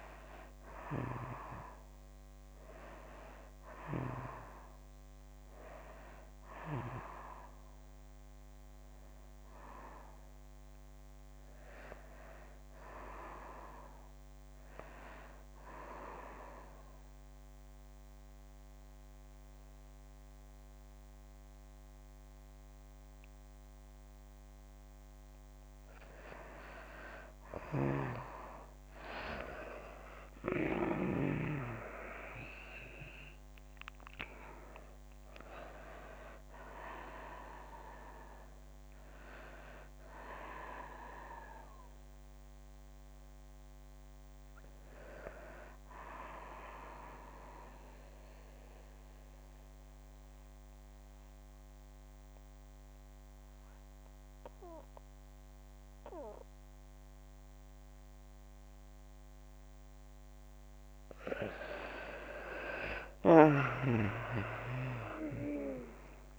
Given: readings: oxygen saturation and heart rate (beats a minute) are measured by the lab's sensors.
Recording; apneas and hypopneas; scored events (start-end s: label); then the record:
breathing in sleep by a microphone on the trachea; 2
0.50-4.00 s: arousal
9.00-26.00 s: obstructive apnea (oxygen 98% before, 85% lowest)
23.00-50.00 s: oxygen desaturation (device-marked, oxygen 97% before, 89% lowest)
28.00-31.50 s: arousal
47.50-60.00 s: central apnea (oxygen 96% before, 85% lowest)
62.00-65.00 s: arousal
From the record:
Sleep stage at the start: N2 (light sleep); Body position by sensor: on the back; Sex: female